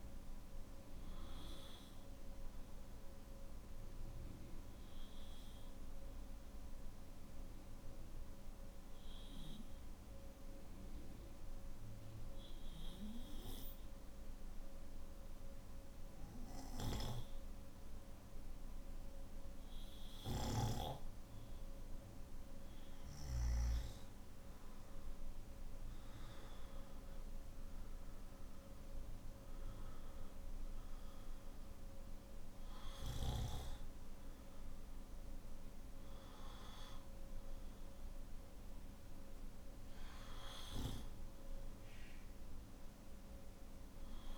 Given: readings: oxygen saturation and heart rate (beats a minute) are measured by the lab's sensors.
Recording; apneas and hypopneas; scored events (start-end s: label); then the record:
breathing in sleep by a room microphone; 1
0.00-11.00 s: oxygen desaturation (device-marked, oxygen 94% lowest, heart rate 52 extreme)
5.50-20.50 s: obstructive apnea (oxygen 98% before, 91% lowest, heart rate 54 before, 52 extreme, up 8 after)
26.00-37.00 s: oxygen desaturation (device-marked, oxygen 97% before, 93% lowest, heart rate 54 before, 48 extreme)
39.00-44.38 s: oxygen desaturation (device-marked, oxygen 96% before, 93% lowest, heart rate 56 before, 48 extreme)
From the record:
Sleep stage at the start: N3 (deep sleep); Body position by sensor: on the back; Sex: male